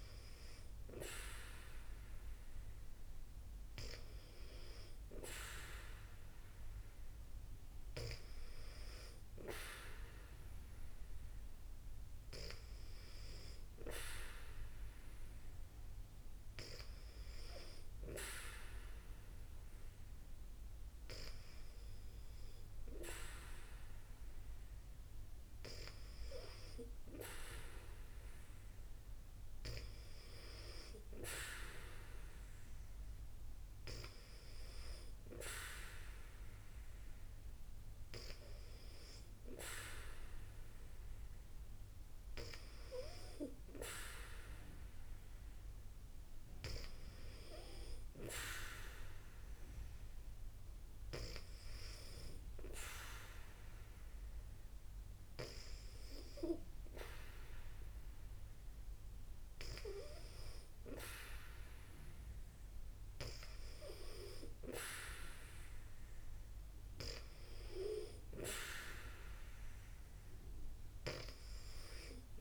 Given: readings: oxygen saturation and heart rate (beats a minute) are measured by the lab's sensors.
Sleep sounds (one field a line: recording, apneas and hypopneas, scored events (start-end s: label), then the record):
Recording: breathing in sleep by a room microphone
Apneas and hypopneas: none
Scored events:
none scored
From the record:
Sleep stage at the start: N2 (light sleep)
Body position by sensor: on the back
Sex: female